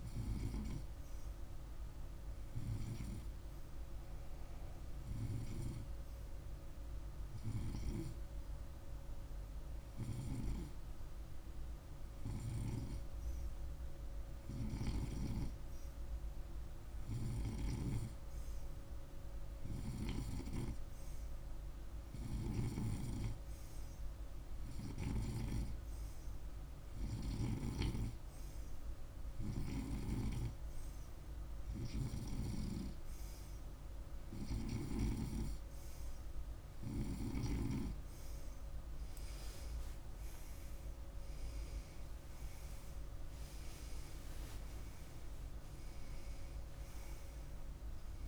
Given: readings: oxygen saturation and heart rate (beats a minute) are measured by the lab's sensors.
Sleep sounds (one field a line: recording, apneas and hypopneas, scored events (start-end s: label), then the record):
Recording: breathing in sleep by a room microphone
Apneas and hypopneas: 1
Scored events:
3.50-32.00 s: hypopnea (oxygen 98% before, 95% lowest, heart rate 51 before, 48 extreme, up 2 after)
21.50-27.00 s: snoring (device-marked)
34.00-38.00 s: arousal
From the record:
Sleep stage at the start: N2 (light sleep)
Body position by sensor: on the right side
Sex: male